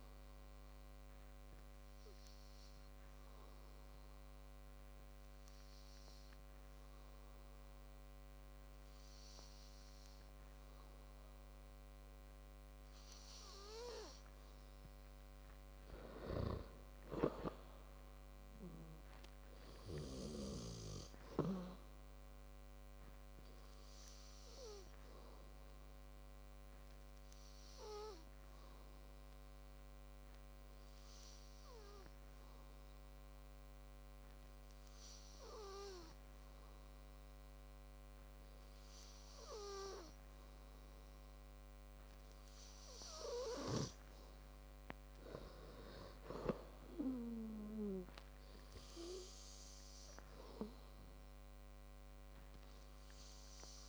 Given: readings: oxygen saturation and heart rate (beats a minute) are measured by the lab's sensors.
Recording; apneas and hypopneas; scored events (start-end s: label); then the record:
breathing in sleep by a microphone on the trachea; 1
3.00-15.50 s: hypopnea (oxygen 97% before, 95% lowest, heart rate 60 before, 54 extreme, up 10 after)
17.00-20.50 s: arousal
From the record:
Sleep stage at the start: N2 (light sleep); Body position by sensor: on the back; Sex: male